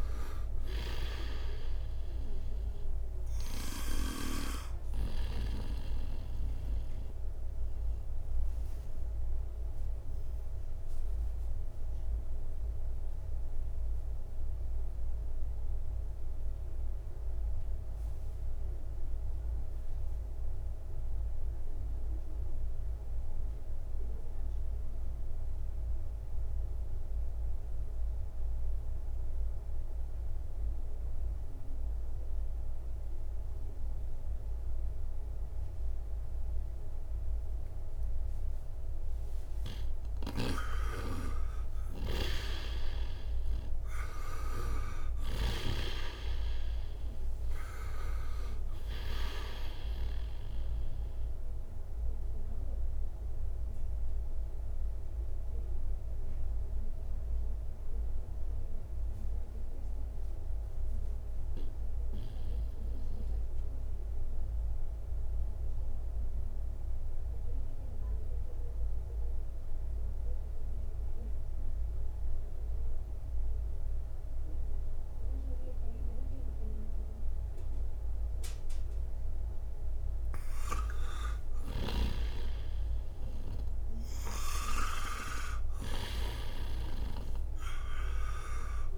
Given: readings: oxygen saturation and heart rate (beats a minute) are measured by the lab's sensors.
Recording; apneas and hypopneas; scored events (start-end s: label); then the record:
breathing in sleep by a room microphone; 2
0.00-25.50 s: oxygen desaturation (device-marked, oxygen 81% lowest, heart rate 61 extreme)
8.00-40.00 s: mixed apnea (oxygen 99% before, 81% lowest, heart rate 69 before, 61 extreme, up 7 after)
39.50-71.50 s: oxygen desaturation (device-marked, oxygen 98% before, 83% lowest, heart rate 62 before, 59 extreme)
40.00-45.50 s: snoring (device-marked)
41.50-45.00 s: arousal
52.50-80.50 s: obstructive apnea (oxygen 98% before, 83% lowest, heart rate 65 before, 57 extreme, up 11 after)
81.50-87.00 s: snoring (device-marked)
82.50-87.00 s: arousal
84.50-88.98 s: oxygen desaturation (device-marked, oxygen 98% before, 87% lowest, heart rate 68 before, 57 extreme)
From the record:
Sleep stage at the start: N2 (light sleep); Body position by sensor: on the right side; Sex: male